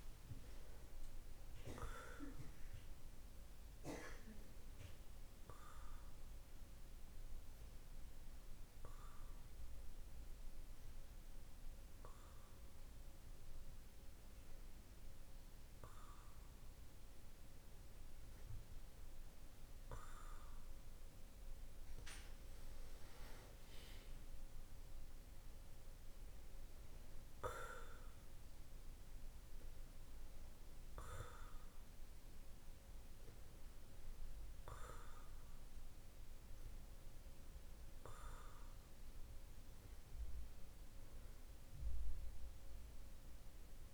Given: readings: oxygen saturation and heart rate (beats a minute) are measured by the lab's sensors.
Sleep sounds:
breathing in sleep by a room microphone; 1
2.50-19.50 s: hypopnea (oxygen 94% before, 93% lowest, heart rate 53 before, 48 extreme, up 7 after)
23.50-26.50 s: arousal
From the record:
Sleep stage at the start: N2 (light sleep); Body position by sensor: on the back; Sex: male

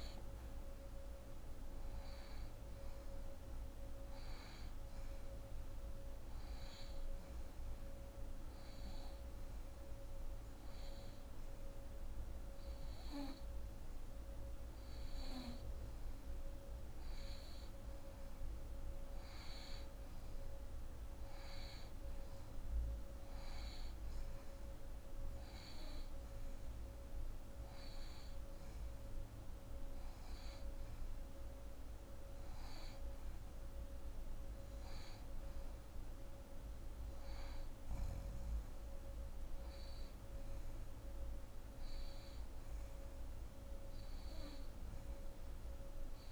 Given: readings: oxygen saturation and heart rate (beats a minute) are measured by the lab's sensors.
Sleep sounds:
breathing in sleep, hard to hear, by a room microphone; none
none scored
From the record:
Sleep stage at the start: N2 (light sleep); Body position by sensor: on the back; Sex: female

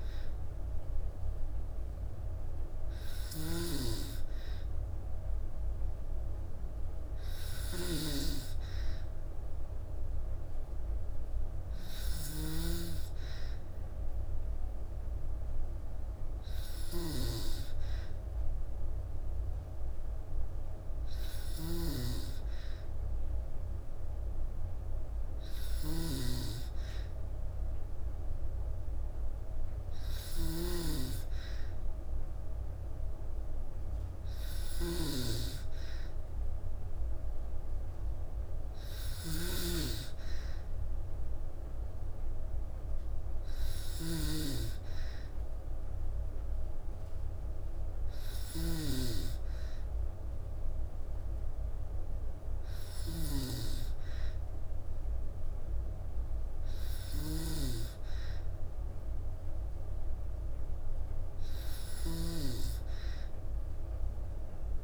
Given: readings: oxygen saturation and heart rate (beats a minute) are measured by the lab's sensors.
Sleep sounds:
breathing in sleep by a room microphone; none
0.00-64.84 s: snoring (device-marked)
From the record:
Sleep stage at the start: N2 (light sleep); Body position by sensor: on the back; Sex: female

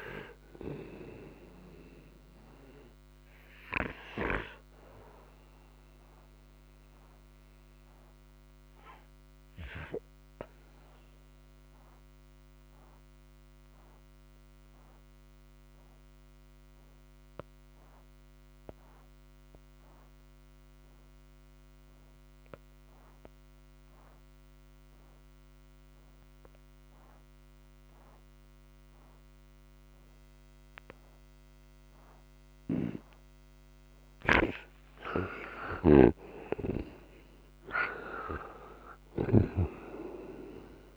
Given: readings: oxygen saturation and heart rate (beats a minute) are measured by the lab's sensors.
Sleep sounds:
breathing in sleep by a microphone on the trachea; 1
0.00-20.00 s: oxygen desaturation (device-marked, oxygen 90% lowest, heart rate 59 extreme)
3.00-33.50 s: mixed apnea (oxygen 99% before, 87% lowest, heart rate 63 before, 59 extreme, up 54 after)
32.00-40.96 s: oxygen desaturation (device-marked, oxygen 98% before, 87% lowest, heart rate 60 before, 60 extreme)
34.00-40.96 s: snoring (device-marked)
37.50-40.96 s: arousal
From the record:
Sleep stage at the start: N2 (light sleep); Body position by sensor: on the right side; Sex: male

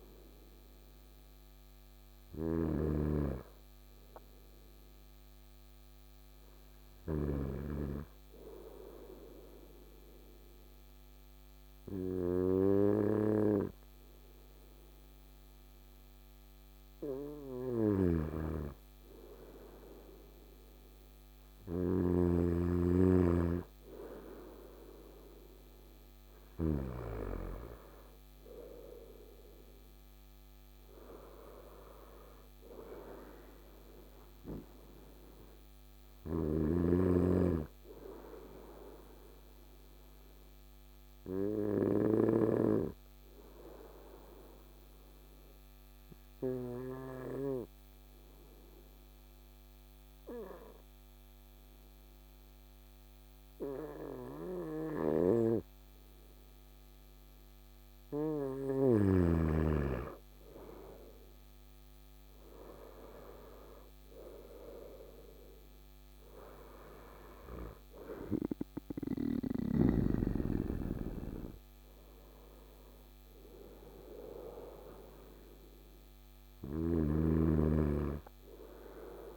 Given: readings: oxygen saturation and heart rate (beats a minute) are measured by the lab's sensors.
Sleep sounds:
breathing in sleep by a microphone on the trachea; 2
0.00-13.00 s: oxygen desaturation (device-marked, oxygen 93% lowest, heart rate 56 extreme)
6.50-21.50 s: hypopnea (oxygen 98% before, 93% lowest, heart rate 63 before, 56 extreme, up 5 after)
6.50-26.50 s: snoring (device-marked)
25.50-30.50 s: arousal
39.50-58.00 s: obstructive apnea (oxygen 99% before, 94% lowest, heart rate 60 before, 56 extreme, up 7 after)
61.50-65.00 s: arousal
76.00-79.37 s: snoring (device-marked)
From the record:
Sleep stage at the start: N2 (light sleep); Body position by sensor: on the right side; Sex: male

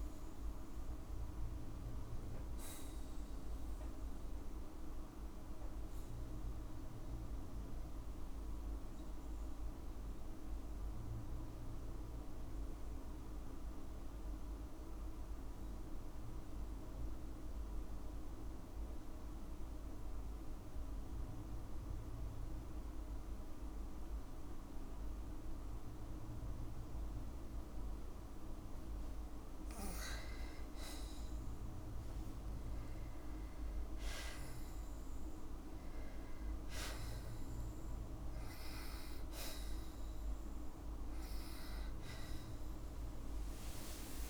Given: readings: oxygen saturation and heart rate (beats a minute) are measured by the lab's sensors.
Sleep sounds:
breathing in sleep, hard to hear, by a room microphone; 1
3.00-27.00 s: obstructive apnea (oxygen 98% before, 93% lowest, heart rate 68 before, 52 extreme, up 5 after)
16.50-25.50 s: oxygen desaturation (device-marked, oxygen 97% before, 93% lowest, heart rate 57 before, 53 extreme)
29.50-32.00 s: arousal
From the record:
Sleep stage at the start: N2 (light sleep); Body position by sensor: on the back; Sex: female

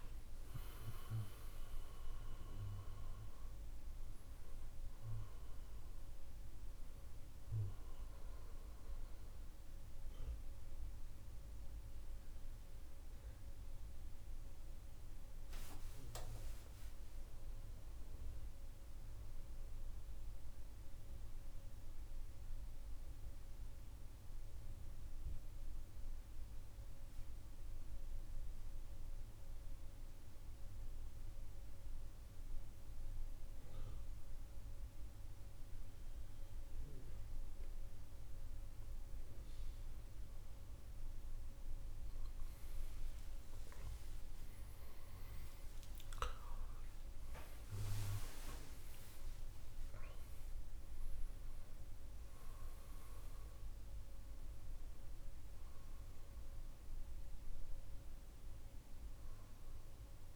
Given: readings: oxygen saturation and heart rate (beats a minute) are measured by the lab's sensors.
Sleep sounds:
breathing in sleep, hard to hear, by a room microphone; 1
0.00-16.00 s: oxygen desaturation (device-marked, oxygen 89% lowest, heart rate 62 extreme)
19.50-39.50 s: central apnea (oxygen 98% before, 93% lowest, heart rate 66 before, 62 extreme, up 13 after)
41.00-47.50 s: arousal
55.00-60.36 s: oxygen desaturation (device-marked, oxygen 96% before, 93% lowest, heart rate 72 before, 61 extreme)
From the record:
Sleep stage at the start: N2 (light sleep); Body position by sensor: on the right side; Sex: male

